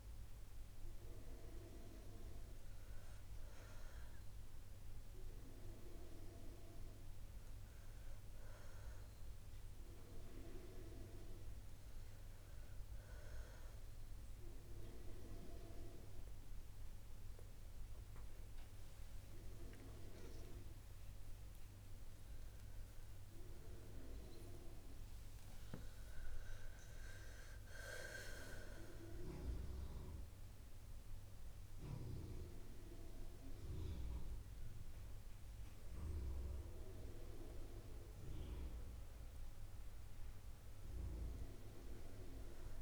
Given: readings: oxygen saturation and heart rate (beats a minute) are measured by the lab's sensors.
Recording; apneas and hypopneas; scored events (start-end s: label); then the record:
breathing in sleep by a room microphone; none
18.50-24.50 s: arousal
32.50-42.81 s: oxygen desaturation (device-marked, oxygen 95% before, 91% lowest, heart rate 62 before, 57 extreme)
From the record:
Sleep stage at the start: N2 (light sleep); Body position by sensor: on the back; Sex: female